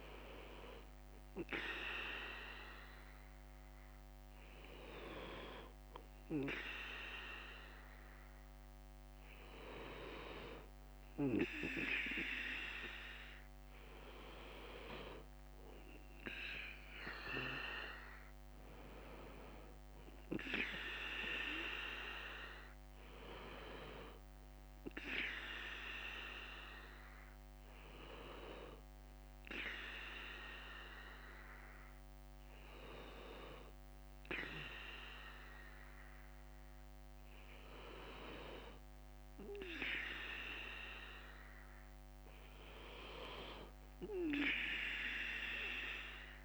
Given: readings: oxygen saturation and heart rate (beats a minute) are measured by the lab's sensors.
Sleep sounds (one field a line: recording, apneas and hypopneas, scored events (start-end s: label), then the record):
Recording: breathing in sleep by a microphone on the trachea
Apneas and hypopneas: none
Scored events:
0.00-13.00 s: bradycardia (device-marked, heart rate 57 extreme)
19.00-35.00 s: bradycardia (device-marked, heart rate 66 before, 57 extreme)
36.00-46.45 s: bradycardia (device-marked, heart rate 65 before, 55 extreme)
From the record:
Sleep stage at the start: N2 (light sleep)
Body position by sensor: on the back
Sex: male